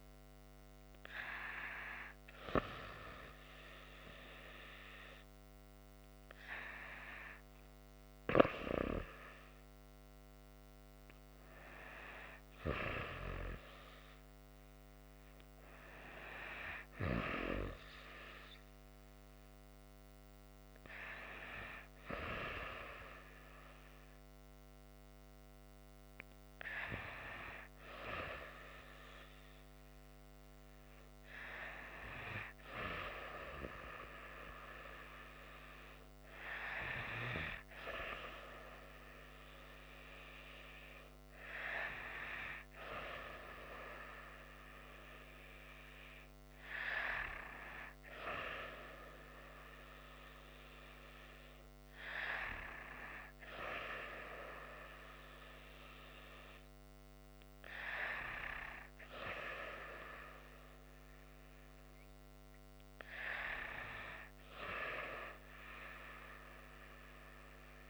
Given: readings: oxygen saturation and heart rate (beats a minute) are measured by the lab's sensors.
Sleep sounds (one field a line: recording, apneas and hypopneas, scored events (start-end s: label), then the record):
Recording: breathing in sleep by a microphone on the trachea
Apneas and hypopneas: none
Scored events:
none scored
From the record:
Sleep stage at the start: N2 (light sleep)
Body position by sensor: on the right side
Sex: female